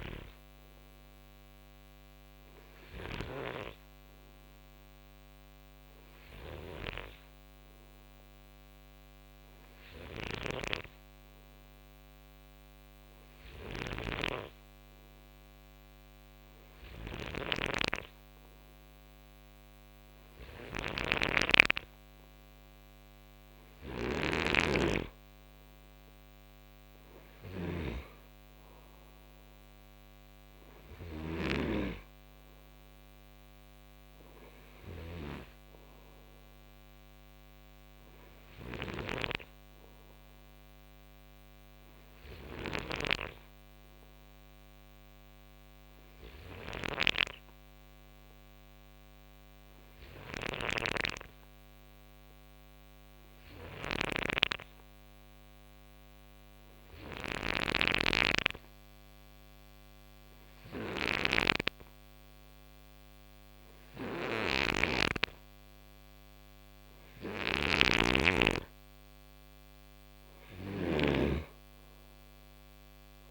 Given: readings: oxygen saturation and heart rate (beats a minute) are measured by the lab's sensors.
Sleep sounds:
breathing in sleep by a microphone on the trachea; 1
2.50-73.31 s: snoring (device-marked)
46.00-67.50 s: hypopnea (oxygen 94% before, 91% lowest, heart rate 59 before, 52 extreme, up 6 after)
From the record:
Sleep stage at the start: N2 (light sleep); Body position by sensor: on the right side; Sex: male

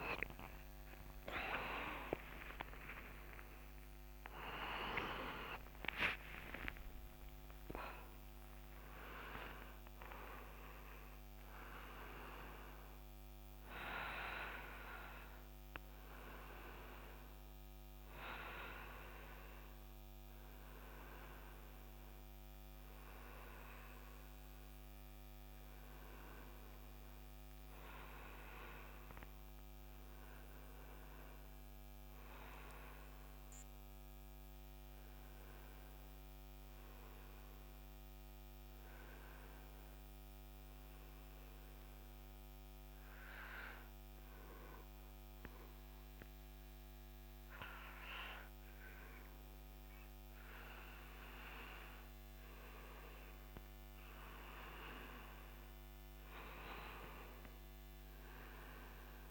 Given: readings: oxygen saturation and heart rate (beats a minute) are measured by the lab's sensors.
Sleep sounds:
a person partly awake in a sleep study, by a microphone on the trachea; 1
26.00-59.31 s: new sleep stage, N1 (lightest sleep)
43.50-53.50 s: hypopnea (oxygen 99% before, 91% lowest, heart rate 71 before, 67 extreme, up 5 after)
56.00-59.31 s: arousal
56.00-59.31 s: oxygen desaturation (device-marked, oxygen 98% before, 94% lowest, heart rate 68 before, 67 extreme)
From the record:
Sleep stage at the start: awake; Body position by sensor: on the right side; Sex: male

